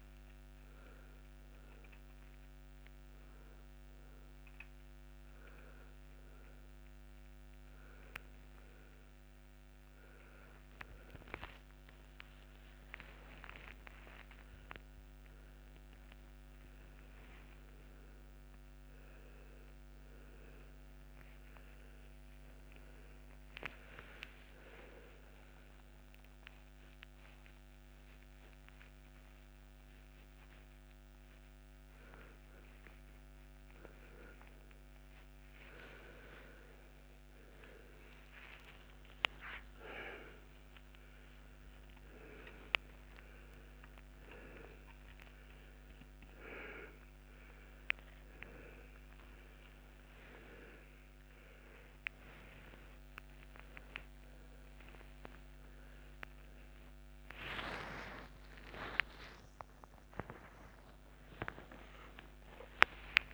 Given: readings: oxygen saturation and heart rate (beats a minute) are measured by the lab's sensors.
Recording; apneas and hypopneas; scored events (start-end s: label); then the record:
a person awake in a sleep study, by a microphone on the trachea; none
56.50-63.34 s: oxygen desaturation (device-marked, oxygen 96% before, 91% lowest)
From the record:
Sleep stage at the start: awake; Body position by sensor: upright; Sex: male